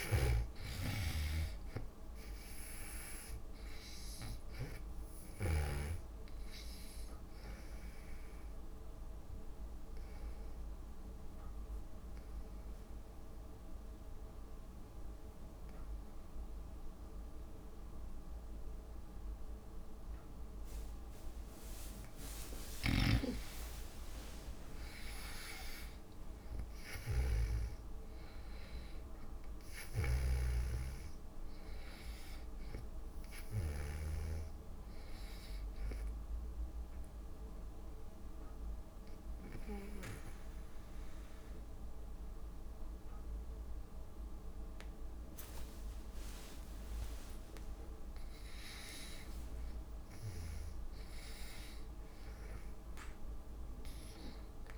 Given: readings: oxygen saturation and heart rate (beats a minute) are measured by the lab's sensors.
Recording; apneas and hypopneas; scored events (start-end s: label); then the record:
breathing in sleep by a room microphone; 2
0.00-14.00 s: oxygen desaturation (device-marked, oxygen 75% lowest)
10.50-22.00 s: obstructive apnea (oxygen 98% before, 78% lowest)
23.00-28.00 s: snoring (device-marked)
23.00-43.00 s: oxygen desaturation (device-marked, oxygen 97% before, 85% lowest)
23.50-27.00 s: arousal
30.00-34.50 s: snoring (device-marked)
37.50-48.50 s: obstructive apnea (oxygen 97% before, 85% lowest)
50.00-53.50 s: arousal
From the record:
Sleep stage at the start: N2 (light sleep); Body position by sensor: on the back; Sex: female